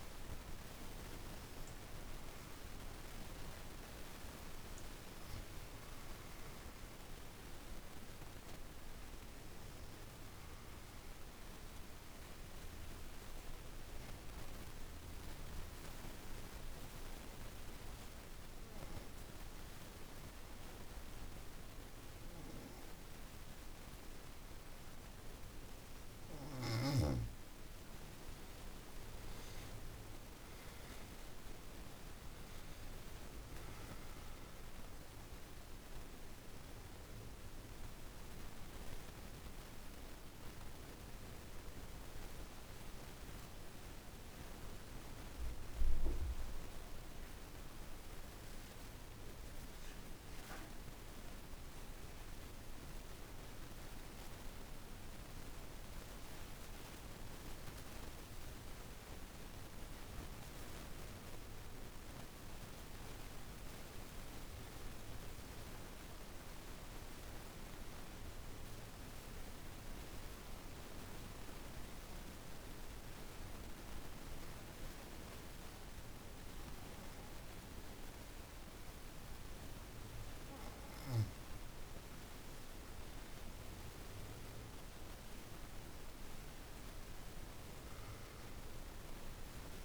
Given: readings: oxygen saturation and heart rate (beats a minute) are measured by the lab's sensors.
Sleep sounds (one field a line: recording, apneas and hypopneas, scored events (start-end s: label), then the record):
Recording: breathing in sleep, hard to hear, by a room microphone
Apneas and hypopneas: 2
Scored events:
0.00-12.50 s: oxygen desaturation (device-marked, oxygen 86% lowest, heart rate 52 extreme)
7.00-24.50 s: obstructive apnea (oxygen 98% before, 80% lowest, heart rate 54 before, 49 extreme, up 8 after)
23.50-52.50 s: oxygen desaturation (device-marked, oxygen 98% before, 80% lowest, heart rate 53 before, 49 extreme)
28.00-32.00 s: arousal
62.00-79.50 s: obstructive apnea (oxygen 99% before, 82% lowest, heart rate 51 before, 50 extreme, up 4 after)
73.50-89.85 s: oxygen desaturation (device-marked, oxygen 99% before, 82% lowest, heart rate 52 before, 50 extreme)
81.50-87.00 s: arousal
From the record:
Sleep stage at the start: N2 (light sleep)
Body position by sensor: on the back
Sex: female